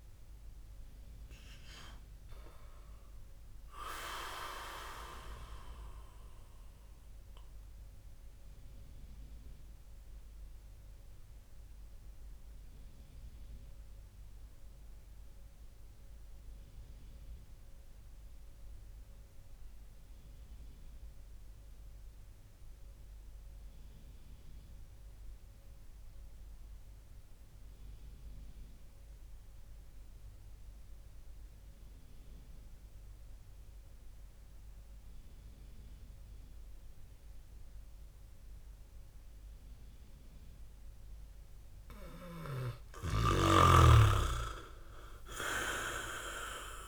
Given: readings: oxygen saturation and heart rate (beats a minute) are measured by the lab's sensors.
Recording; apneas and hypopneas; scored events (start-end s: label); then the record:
breathing in sleep by a room microphone; 1
0.00-5.00 s: oxygen desaturation (device-marked, oxygen 96% lowest)
6.50-41.50 s: obstructive apnea (oxygen 100% before, 95% lowest, heart rate 60 before, 39 extreme, up 18 after)
42.00-46.88 s: snoring (device-marked)
43.00-46.88 s: oxygen desaturation (device-marked, oxygen 100% before, 95% lowest, heart rate 58 before, 39 extreme)
43.50-46.88 s: arousal
From the record:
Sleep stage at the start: N2 (light sleep); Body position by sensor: on the back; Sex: male